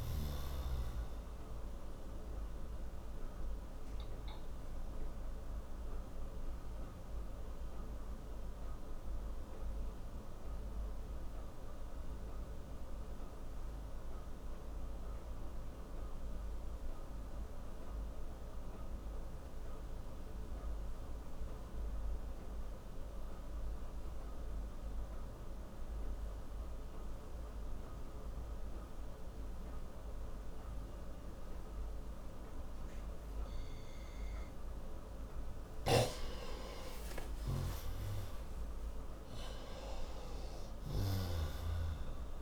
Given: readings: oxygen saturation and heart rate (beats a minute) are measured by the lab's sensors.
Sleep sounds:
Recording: breathing in sleep by a room microphone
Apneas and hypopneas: 1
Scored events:
0.00-20.50 s: oxygen desaturation (device-marked, oxygen 89% lowest, heart rate 56 extreme)
2.50-34.00 s: obstructive apnea (oxygen 98% before, 89% lowest, heart rate 67 before, 56 extreme, up 19 after)
33.50-42.42 s: oxygen desaturation (device-marked, oxygen 97% before, 89% lowest, heart rate 65 before, 58 extreme)
36.00-42.00 s: snoring (device-marked)
36.50-40.00 s: arousal
From the record:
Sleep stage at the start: N2 (light sleep)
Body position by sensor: on the right side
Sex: male

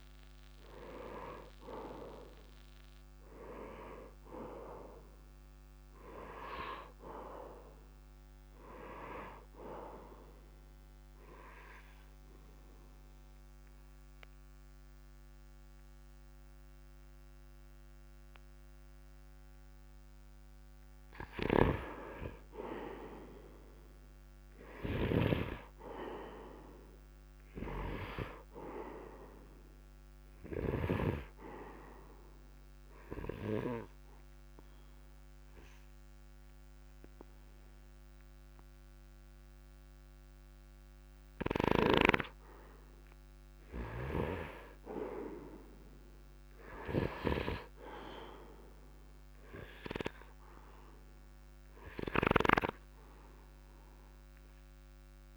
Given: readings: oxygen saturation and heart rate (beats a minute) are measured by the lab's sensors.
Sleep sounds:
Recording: breathing in sleep by a microphone on the trachea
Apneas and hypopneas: 2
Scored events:
1.50-12.50 s: oxygen desaturation (device-marked, oxygen 97% before, 93% lowest, heart rate 66 before, 63 extreme)
9.50-20.00 s: obstructive apnea (oxygen 97% before, 93% lowest, heart rate 67 before, 63 extreme)
21.50-31.00 s: snoring (device-marked)
22.00-25.00 s: arousal
31.50-42.00 s: obstructive apnea (oxygen 98% before, 91% lowest, heart rate 66 before, 65 extreme, up 1 after)
31.50-47.50 s: oxygen desaturation (device-marked, oxygen 98% before, 93% lowest, heart rate 66 before, 65 extreme)
48.00-51.50 s: arousal
From the record:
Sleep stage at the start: N2 (light sleep)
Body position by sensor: on the right side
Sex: male

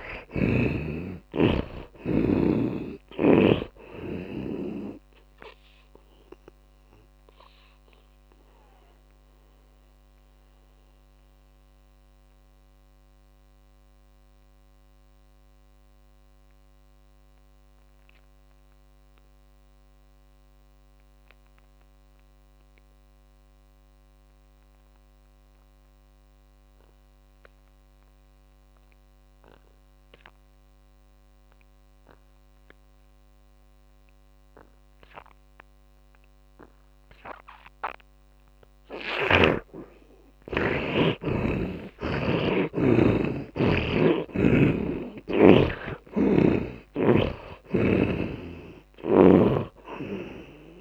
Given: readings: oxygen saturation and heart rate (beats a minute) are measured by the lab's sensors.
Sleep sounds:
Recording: breathing in sleep by a microphone on the trachea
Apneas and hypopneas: 1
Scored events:
0.00-24.00 s: oxygen desaturation (device-marked, oxygen 100% before, 77% lowest)
6.50-38.00 s: mixed apnea (oxygen 100% before, 76% lowest)
37.00-50.81 s: oxygen desaturation (device-marked, oxygen 100% before, 76% lowest)
40.00-44.00 s: arousal
From the record:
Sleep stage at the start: N2 (light sleep)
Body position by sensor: on the back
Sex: male

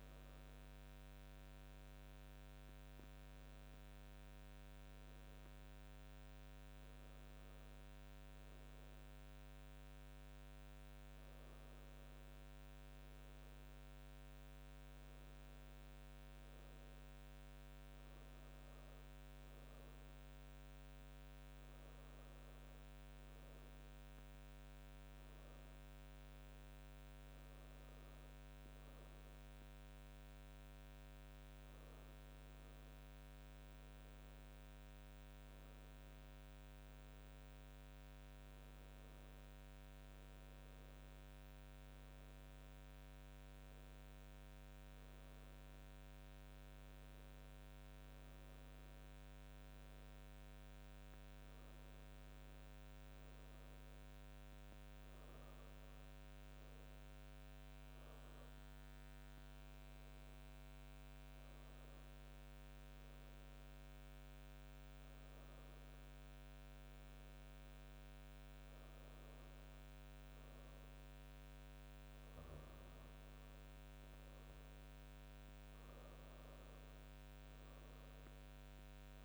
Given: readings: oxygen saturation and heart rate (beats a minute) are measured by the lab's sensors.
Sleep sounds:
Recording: breathing in sleep, hard to hear, by a microphone on the trachea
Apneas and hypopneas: none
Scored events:
none scored
From the record:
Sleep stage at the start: N2 (light sleep)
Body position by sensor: on the back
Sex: female

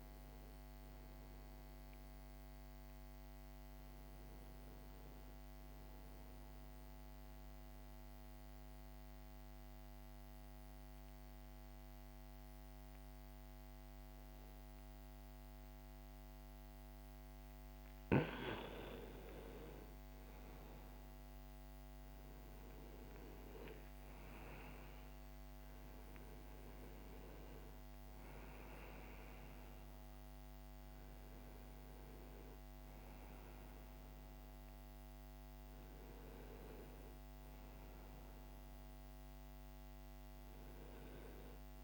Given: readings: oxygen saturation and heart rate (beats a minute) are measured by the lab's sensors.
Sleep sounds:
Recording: breathing in sleep, hard to hear, by a microphone on the trachea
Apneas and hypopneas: 1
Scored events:
6.50-17.50 s: central apnea (oxygen 95% before, 89% lowest, heart rate 58 before, 61 extreme, up 2 after)
19.00-23.00 s: arousal
23.00-41.84 s: new sleep stage, N2 (light sleep)
23.00-41.84 s: oxygen desaturation (device-marked, oxygen 97% before, 89% lowest, heart rate 66 before, 60 extreme)
From the record:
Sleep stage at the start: N1 (lightest sleep)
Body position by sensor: on the right side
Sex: male

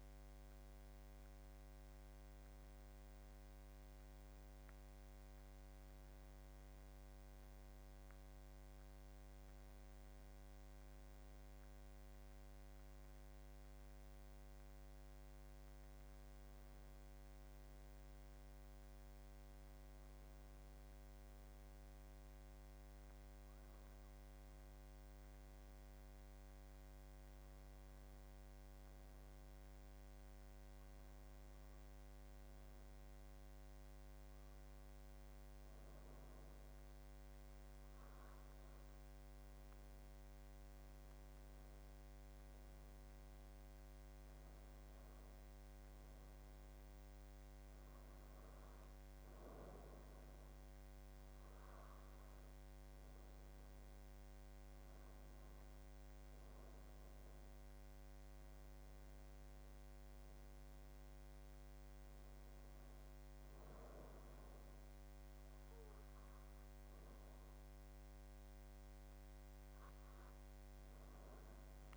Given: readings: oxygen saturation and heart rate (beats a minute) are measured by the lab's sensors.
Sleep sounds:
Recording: breathing in sleep, hard to hear, by a microphone on the trachea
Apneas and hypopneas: none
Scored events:
13.50-71.97 s: new sleep stage, N2 (light sleep)
From the record:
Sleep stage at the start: N1 (lightest sleep)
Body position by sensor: on the back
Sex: male

